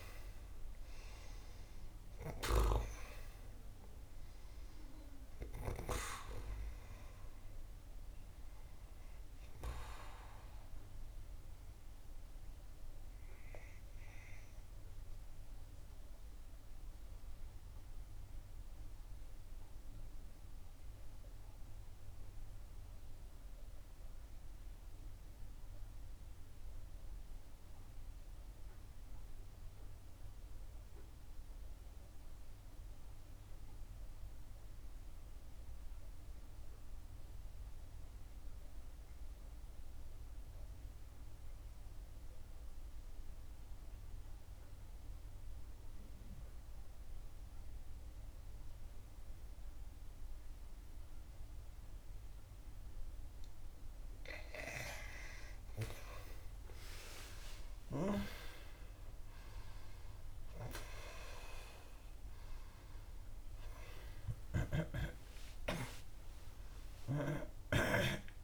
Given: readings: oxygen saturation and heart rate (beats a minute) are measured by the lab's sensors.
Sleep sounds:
breathing in sleep by a room microphone; 1
0.00-2.00 s: arousal
0.00-27.50 s: oxygen desaturation (device-marked, oxygen 84% lowest, heart rate 59 extreme)
11.00-53.00 s: obstructive apnea (oxygen 97% before, 82% lowest, heart rate 68 before, 59 extreme, up 8 after)
41.50-68.44 s: oxygen desaturation (device-marked, oxygen 97% before, 82% lowest, heart rate 63 before, 61 extreme)
55.50-61.00 s: arousal
From the record:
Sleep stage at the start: N2 (light sleep); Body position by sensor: on the back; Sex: female

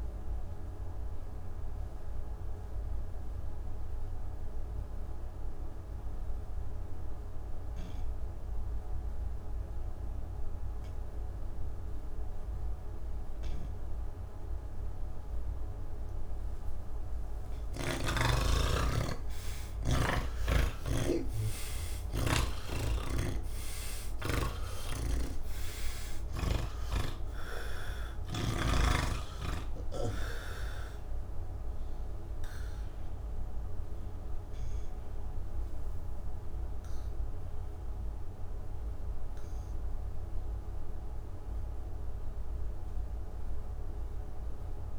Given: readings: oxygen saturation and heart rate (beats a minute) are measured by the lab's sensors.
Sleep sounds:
breathing in sleep by a room microphone; none
0.00-1.00 s: oxygen desaturation (device-marked, oxygen 81% lowest, heart rate 71 extreme)
7.00-44.99 s: oxygen desaturation (device-marked, oxygen 99% before, 81% lowest, heart rate 75 before, 70 extreme)
22.50-28.50 s: snoring (device-marked)
From the record:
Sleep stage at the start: N2 (light sleep); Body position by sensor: on the back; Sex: male

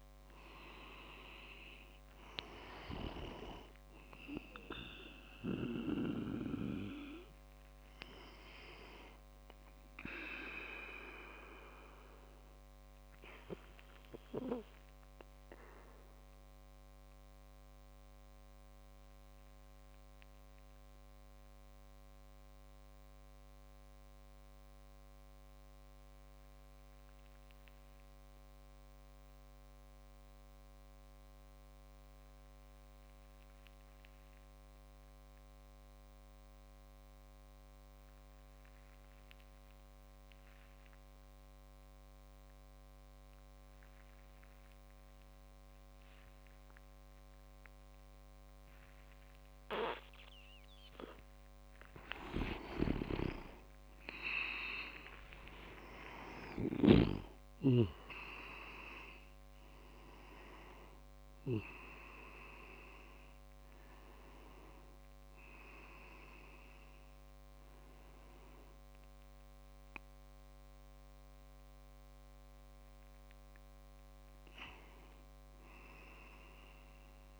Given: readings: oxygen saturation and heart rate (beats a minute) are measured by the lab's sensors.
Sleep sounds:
breathing in sleep by a microphone on the trachea; 1
0.00-9.00 s: oxygen desaturation (device-marked, oxygen 93% lowest, heart rate 59 extreme)
10.00-51.00 s: obstructive apnea (oxygen 98% before, 93% lowest, heart rate 65 before, 59 extreme, up 38 after)
43.00-62.00 s: oxygen desaturation (device-marked, oxygen 99% before, 94% lowest, heart rate 63 before, 61 extreme)
52.00-54.00 s: leg movement (device-marked)
52.50-57.00 s: snoring (device-marked)
54.00-58.50 s: arousal
55.00-59.00 s: leg movement (device-marked)
From the record:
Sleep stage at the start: N2 (light sleep); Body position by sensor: on the back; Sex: male

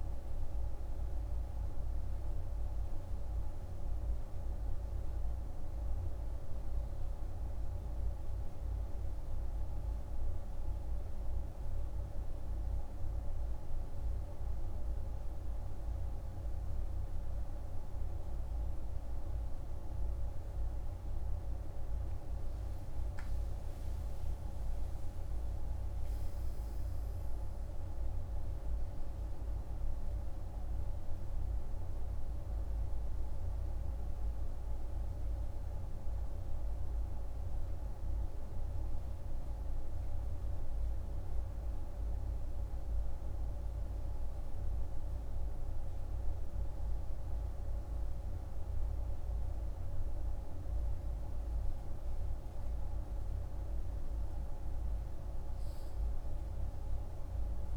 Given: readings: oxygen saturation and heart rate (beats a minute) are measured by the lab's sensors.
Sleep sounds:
breathing in sleep, hard to hear, by a room microphone; none
21.50-25.50 s: arousal
From the record:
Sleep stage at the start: N2 (light sleep); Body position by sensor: on the right side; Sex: male

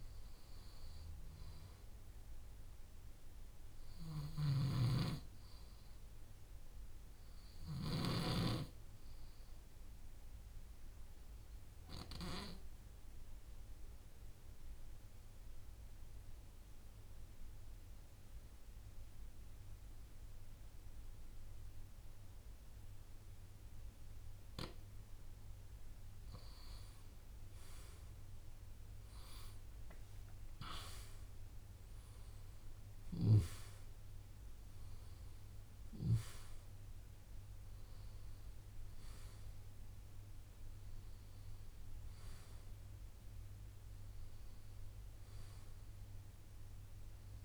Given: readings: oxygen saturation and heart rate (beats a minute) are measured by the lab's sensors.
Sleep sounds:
breathing in sleep by a room microphone; 1
3.50-6.50 s: arousal
4.50-8.50 s: snoring (device-marked)
10.50-25.50 s: obstructive apnea (oxygen 95% before, 91% lowest, heart rate 58 before, 56 extreme, up 22 after)
27.00-30.00 s: arousal
31.50-47.45 s: oxygen desaturation (device-marked, oxygen 95% before, 91% lowest, heart rate 59 before, 58 extreme)
From the record:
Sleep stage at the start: N2 (light sleep); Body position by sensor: on the left side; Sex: male

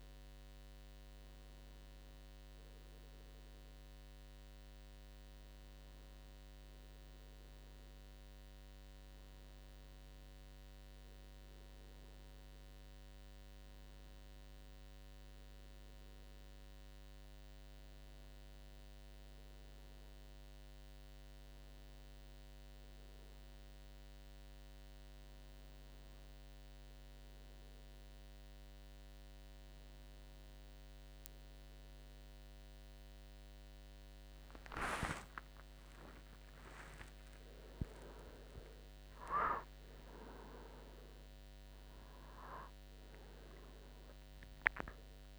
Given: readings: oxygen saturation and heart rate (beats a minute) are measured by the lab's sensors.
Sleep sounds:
breathing in sleep by a microphone on the trachea; none
34.50-39.50 s: arousal
From the record:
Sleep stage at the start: N2 (light sleep); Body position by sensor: on the right side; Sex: male

